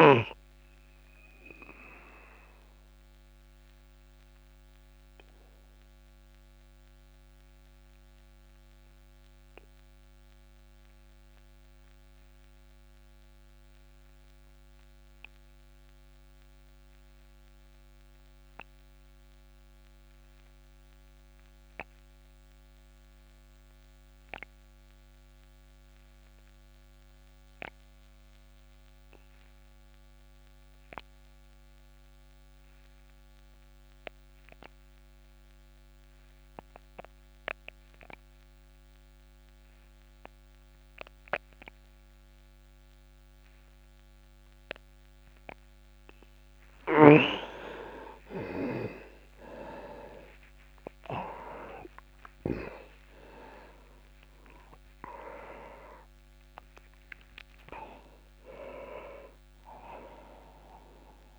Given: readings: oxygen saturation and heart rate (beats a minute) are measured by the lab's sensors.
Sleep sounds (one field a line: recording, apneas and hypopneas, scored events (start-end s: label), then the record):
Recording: breathing in sleep by a microphone on the trachea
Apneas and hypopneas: 1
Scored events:
0.00-18.00 s: oxygen desaturation (device-marked, oxygen 81% lowest)
1.00-46.00 s: obstructive apnea (oxygen 96% before, 79% lowest)
35.00-61.39 s: oxygen desaturation (device-marked, oxygen 99% before, 79% lowest)
49.00-54.00 s: arousal
From the record:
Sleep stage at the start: N2 (light sleep)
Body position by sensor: on the back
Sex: male